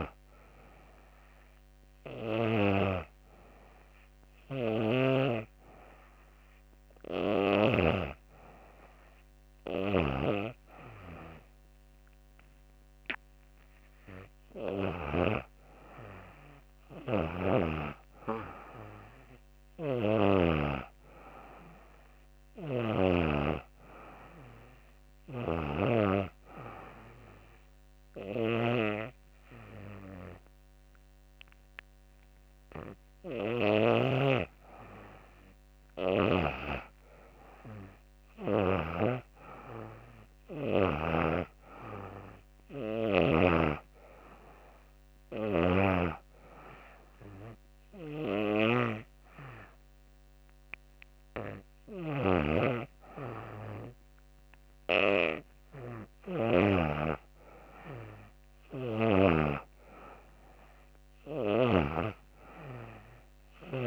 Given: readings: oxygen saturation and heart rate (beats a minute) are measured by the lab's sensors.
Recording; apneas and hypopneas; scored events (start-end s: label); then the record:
breathing in sleep by a microphone on the trachea; none
38.50-50.50 s: oxygen desaturation (device-marked, oxygen 95% before, 92% lowest, heart rate 86 before, 81 extreme)
57.50-61.50 s: arousal
From the record:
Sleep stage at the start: N2 (light sleep); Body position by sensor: on the back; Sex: female